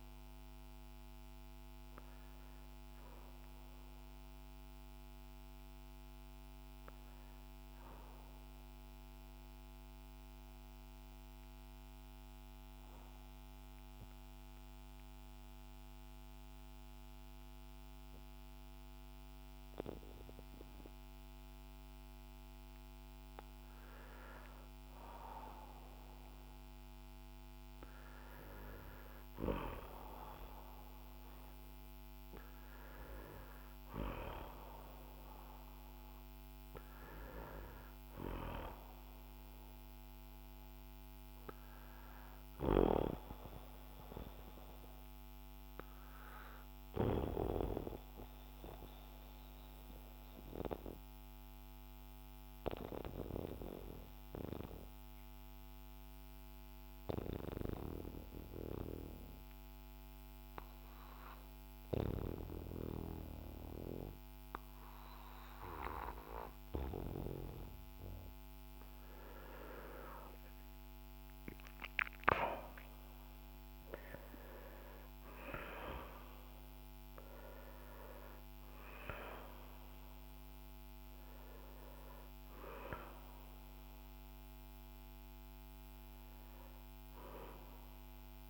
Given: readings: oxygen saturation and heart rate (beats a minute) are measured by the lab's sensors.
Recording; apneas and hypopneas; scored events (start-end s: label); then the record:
breathing in sleep by a microphone on the trachea; 2
0.00-23.00 s: oxygen desaturation (device-marked, oxygen 91% lowest, heart rate 49 extreme)
8.00-25.50 s: obstructive apnea (oxygen 96% before, 90% lowest, heart rate 58 before, 49 extreme, up 10 after)
27.50-31.50 s: arousal
38.00-53.00 s: oxygen desaturation (device-marked, oxygen 97% before, 93% lowest, heart rate 54 before, 52 extreme)
42.50-69.50 s: obstructive apnea (oxygen 97% before, 88% lowest, heart rate 55 before, 52 extreme, up 5 after)
67.00-88.50 s: oxygen desaturation (device-marked, oxygen 95% before, 88% lowest, heart rate 55 before, 47 extreme)
71.50-76.00 s: arousal
From the record:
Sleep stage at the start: N2 (light sleep); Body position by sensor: on the back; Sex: male